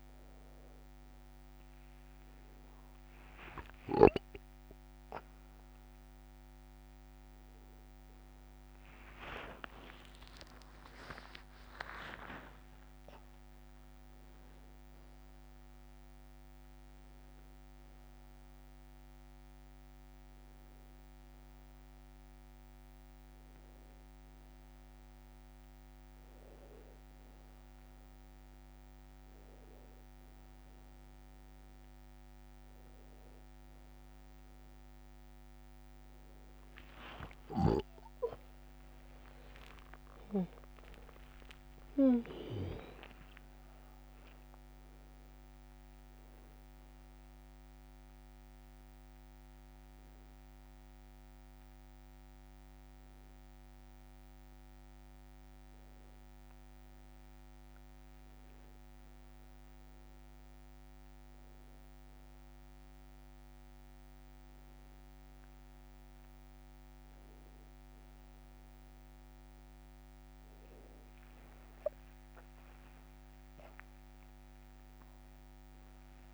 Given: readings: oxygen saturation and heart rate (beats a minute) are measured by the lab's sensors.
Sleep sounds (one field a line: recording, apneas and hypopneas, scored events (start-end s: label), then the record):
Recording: breathing in sleep by a microphone on the trachea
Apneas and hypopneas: none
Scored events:
4.00-9.00 s: arousal
9.00-11.00 s: long interval between heartbeats (device-marked, heart rate 64 before, 72 extreme)
37.50-41.50 s: arousal
From the record:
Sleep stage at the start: N1 (lightest sleep)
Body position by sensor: on the back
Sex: male